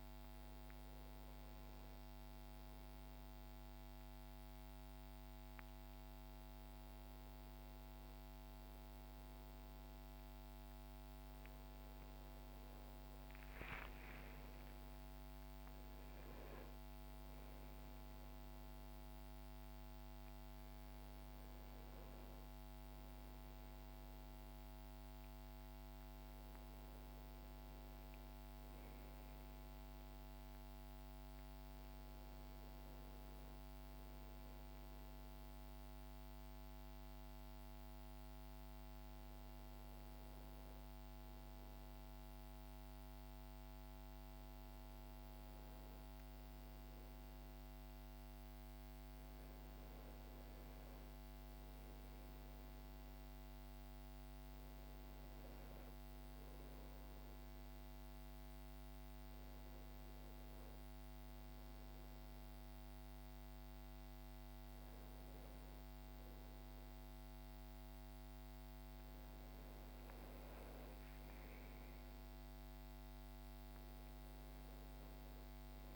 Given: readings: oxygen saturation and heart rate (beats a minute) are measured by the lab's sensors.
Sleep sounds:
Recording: a person partly awake in a sleep study, hard to hear, by a microphone on the trachea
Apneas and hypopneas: none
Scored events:
24.00-75.96 s: new sleep stage, N1 (lightest sleep)
71.00-75.50 s: arousal
From the record:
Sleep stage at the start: awake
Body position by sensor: on the back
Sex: male

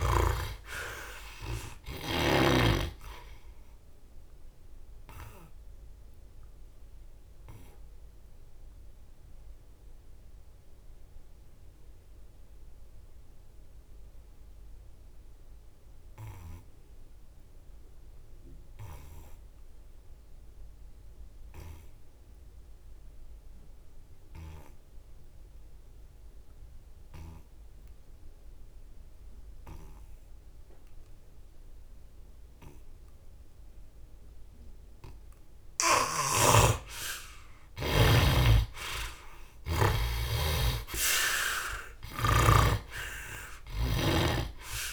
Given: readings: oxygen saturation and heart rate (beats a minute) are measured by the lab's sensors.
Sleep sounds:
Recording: breathing in sleep by a room microphone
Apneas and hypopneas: 1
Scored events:
4.00-34.00 s: obstructive apnea (heart rate 79 before, 61 extreme, up 17 after)
35.50-39.50 s: snoring (device-marked)
38.00-42.00 s: arousal
From the record:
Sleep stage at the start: N2 (light sleep)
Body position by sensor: on the back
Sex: male

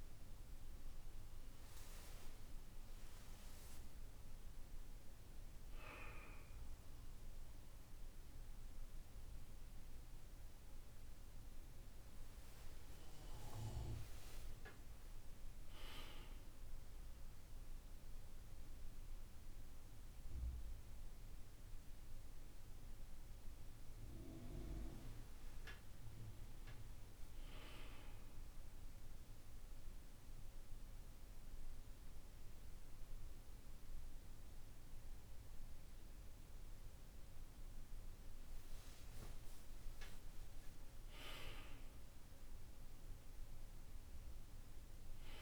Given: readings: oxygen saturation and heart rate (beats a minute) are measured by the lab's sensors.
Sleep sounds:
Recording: breathing in sleep by a room microphone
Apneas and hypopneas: 1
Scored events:
13.00-17.00 s: arousal
28.00-38.50 s: central apnea (oxygen 99% before, 95% lowest, heart rate 52 before, 50 extreme, up 3 after)
39.50-44.00 s: arousal
From the record:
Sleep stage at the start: N1 (lightest sleep)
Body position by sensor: on the back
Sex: male

